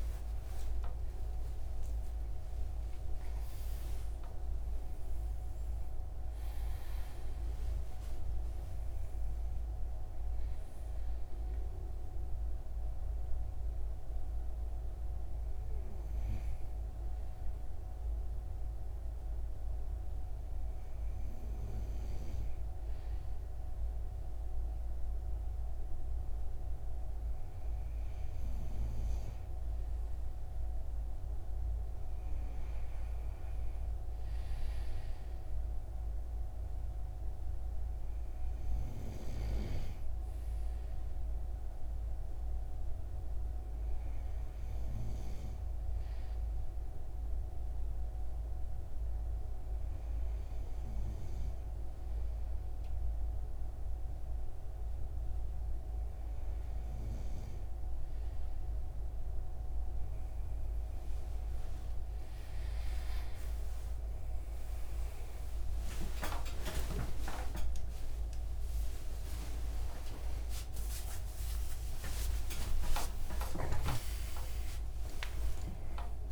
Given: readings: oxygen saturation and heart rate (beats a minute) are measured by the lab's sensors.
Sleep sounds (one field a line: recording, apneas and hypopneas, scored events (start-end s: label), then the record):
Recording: breathing in sleep by a room microphone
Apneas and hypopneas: none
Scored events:
0.50-4.50 s: arousal
64.50-76.32 s: new sleep stage, awake
From the record:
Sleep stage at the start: N2 (light sleep)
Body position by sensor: on the right side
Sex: male